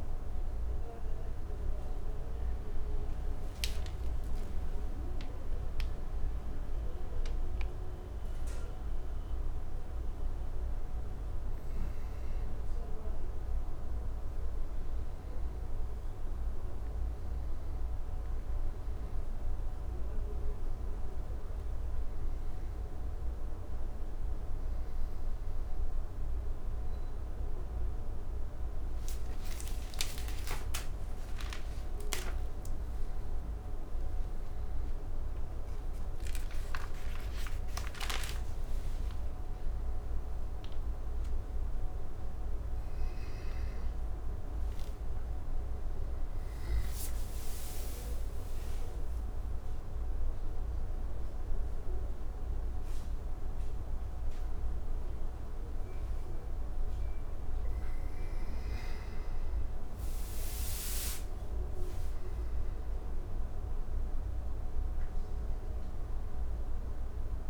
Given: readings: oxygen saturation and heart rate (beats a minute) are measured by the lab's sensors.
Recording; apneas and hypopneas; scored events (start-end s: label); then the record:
a person partly awake in a sleep study, hard to hear, by a room microphone; 1
26.00-67.49 s: new sleep stage, N2 (light sleep)
48.00-59.50 s: central apnea (oxygen 98% before, 96% lowest, heart rate 74 before, 66 extreme, up 6 after)
61.50-65.00 s: arousal
From the record:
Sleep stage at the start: awake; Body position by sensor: on the back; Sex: male